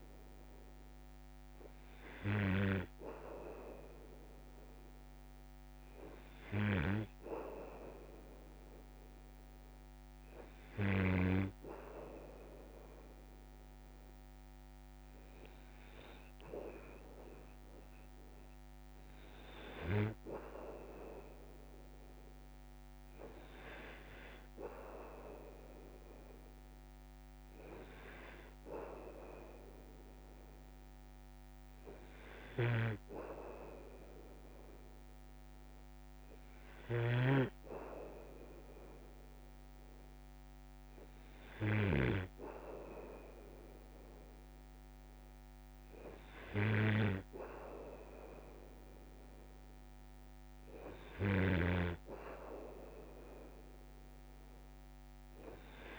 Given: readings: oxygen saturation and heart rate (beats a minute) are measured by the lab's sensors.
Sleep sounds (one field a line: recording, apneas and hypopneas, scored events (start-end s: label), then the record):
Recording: breathing in sleep by a microphone on the trachea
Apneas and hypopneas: none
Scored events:
6.50-11.50 s: snoring (device-marked)
32.50-42.00 s: snoring (device-marked)
51.50-55.99 s: snoring (device-marked)
From the record:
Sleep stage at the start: N2 (light sleep)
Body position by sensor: on the back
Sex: male